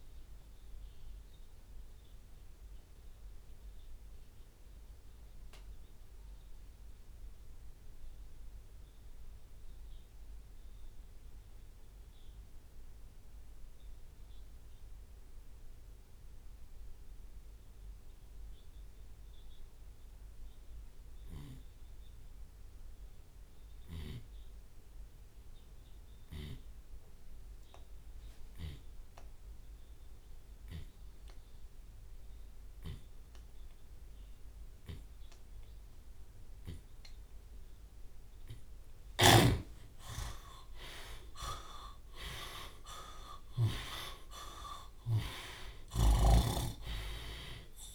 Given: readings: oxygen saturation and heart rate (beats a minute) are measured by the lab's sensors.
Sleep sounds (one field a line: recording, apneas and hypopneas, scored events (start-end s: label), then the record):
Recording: breathing in sleep by a room microphone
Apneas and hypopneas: 1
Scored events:
0.00-15.50 s: drop in pulse transit time (device-marked, heart rate 47 extreme)
1.00-39.00 s: obstructive apnea (oxygen 96% before, 76% lowest)
12.00-14.00 s: long interval between heartbeats (device-marked, heart rate 65 before, 67 extreme)
17.50-29.50 s: oxygen desaturation (device-marked, oxygen 97% before, 80% lowest)
21.50-23.50 s: long interval between heartbeats (device-marked, heart rate 58 before, 64 extreme)
23.50-33.50 s: tachycardia (device-marked, heart rate 84 before, 147 extreme)
24.00-26.00 s: long interval between heartbeats (device-marked, heart rate 59 before, 82 extreme)
27.00-29.00 s: long interval between heartbeats (device-marked, heart rate 66 before, 123 extreme)
33.50-35.50 s: long interval between heartbeats (device-marked, heart rate 93 before, 123 extreme)
34.50-44.50 s: tachycardia (device-marked, heart rate 86 before, 126 extreme)
35.50-37.50 s: long interval between heartbeats (device-marked, heart rate 99 before, 98 extreme)
37.50-39.50 s: long interval between heartbeats (device-marked, heart rate 103 before, 104 extreme)
40.00-42.00 s: long interval between heartbeats (device-marked, heart rate 108 before, 106 extreme)
41.00-45.50 s: arousal
41.50-47.95 s: drop in pulse transit time (device-marked)
From the record:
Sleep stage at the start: N2 (light sleep)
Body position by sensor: on the left side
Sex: male